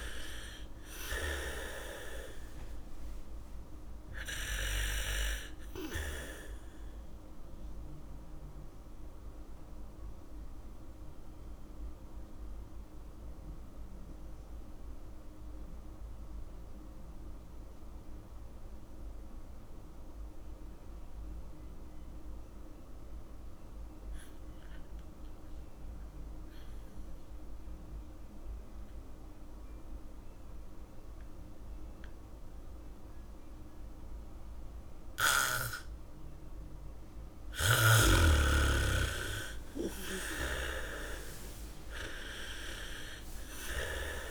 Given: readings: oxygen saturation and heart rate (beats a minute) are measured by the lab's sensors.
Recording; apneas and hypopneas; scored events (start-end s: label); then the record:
breathing in sleep by a room microphone; 1
0.00-1.00 s: arousal
0.00-2.00 s: bradycardia (device-marked, heart rate 40 extreme)
0.00-20.00 s: oxygen desaturation (device-marked, oxygen 74% lowest, heart rate 35 extreme)
9.50-36.00 s: mixed apnea (oxygen 100% before, 74% lowest, heart rate 56 before, 49 extreme, up 0 after)
32.00-44.31 s: oxygen desaturation (device-marked, oxygen 100% before, 74% lowest, heart rate 74 before, 49 extreme)
34.00-41.00 s: bradycardia (device-marked, heart rate 70 before, 49 extreme)
40.50-44.31 s: arousal
From the record:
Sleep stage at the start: N2 (light sleep); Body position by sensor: on the back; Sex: female